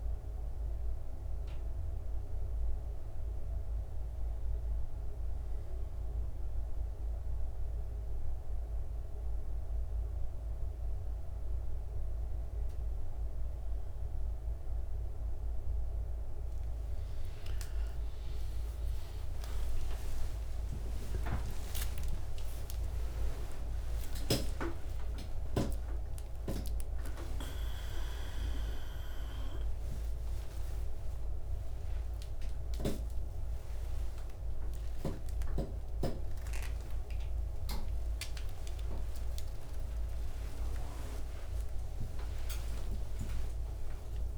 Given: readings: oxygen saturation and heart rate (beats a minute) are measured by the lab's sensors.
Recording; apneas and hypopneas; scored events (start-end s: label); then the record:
a person awake in a sleep study, by a room microphone; none
15.50-44.38 s: new sleep stage, awake
18.00-20.00 s: long interval between heartbeats (device-marked, heart rate 65 before, 76 extreme)
24.00-26.00 s: long interval between heartbeats (device-marked, heart rate 71 before, 138 extreme)
26.00-28.00 s: long interval between heartbeats (device-marked, heart rate 79 before, 172 extreme)
31.50-33.50 s: long interval between heartbeats (device-marked, heart rate 106 before, 60 extreme)
36.00-38.00 s: long interval between heartbeats (device-marked, heart rate 107 before, 88 extreme)
41.00-43.00 s: long interval between heartbeats (device-marked, heart rate 121 before, 142 extreme)
From the record:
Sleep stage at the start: N1 (lightest sleep); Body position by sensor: on the back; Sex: male